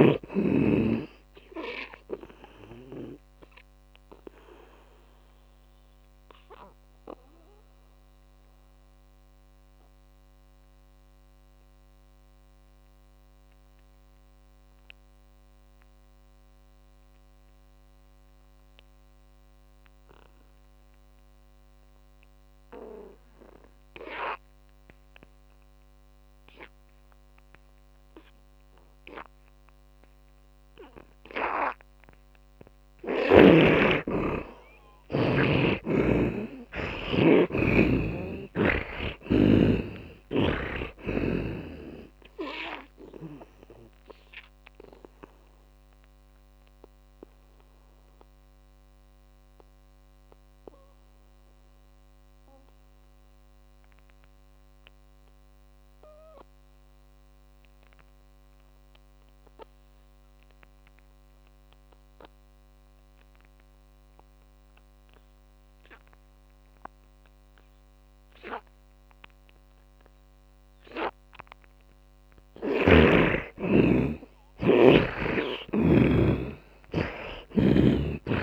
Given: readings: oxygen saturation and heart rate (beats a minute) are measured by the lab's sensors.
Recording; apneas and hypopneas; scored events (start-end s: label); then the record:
breathing in sleep by a microphone on the trachea; 2
0.00-21.50 s: oxygen desaturation (device-marked, oxygen 77% lowest)
4.50-33.50 s: mixed apnea (oxygen 100% before, 77% lowest)
14.50-17.50 s: tachycardia (device-marked, heart rate 36 before, 86 extreme)
27.50-64.50 s: oxygen desaturation (device-marked, oxygen 100% before, 77% lowest)
36.50-41.00 s: arousal
45.00-72.00 s: mixed apnea (oxygen 100% before, 76% lowest)
74.50-78.43 s: arousal
From the record:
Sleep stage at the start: N2 (light sleep); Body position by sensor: on the back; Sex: male